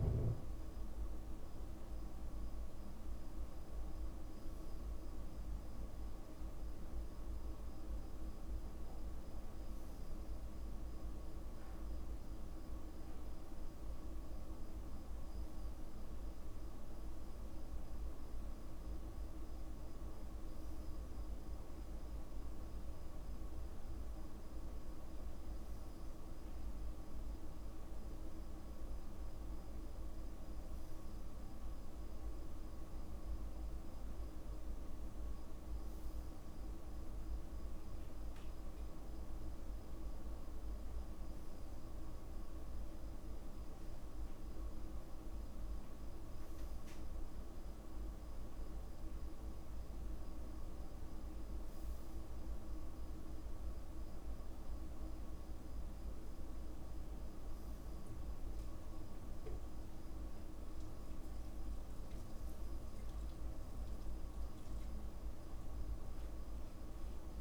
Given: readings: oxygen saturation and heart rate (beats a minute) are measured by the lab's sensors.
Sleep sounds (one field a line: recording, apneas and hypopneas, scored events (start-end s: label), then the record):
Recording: breathing in sleep, hard to hear, by a room microphone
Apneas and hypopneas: none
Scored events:
2.50-4.50 s: long interval between heartbeats (device-marked, heart rate 46 before, 45 extreme)
12.00-14.00 s: long interval between heartbeats (device-marked, heart rate 46 before, 53 extreme)
34.00-36.00 s: long interval between heartbeats (device-marked, heart rate 49 before, 54 extreme)
37.50-39.50 s: long interval between heartbeats (device-marked, heart rate 50 before, 46 extreme)
60.00-62.00 s: long interval between heartbeats (device-marked, heart rate 50 before, 56 extreme)
64.00-66.00 s: long interval between heartbeats (device-marked, heart rate 53 before, 48 extreme)
From the record:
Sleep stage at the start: N2 (light sleep)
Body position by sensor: on the back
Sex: male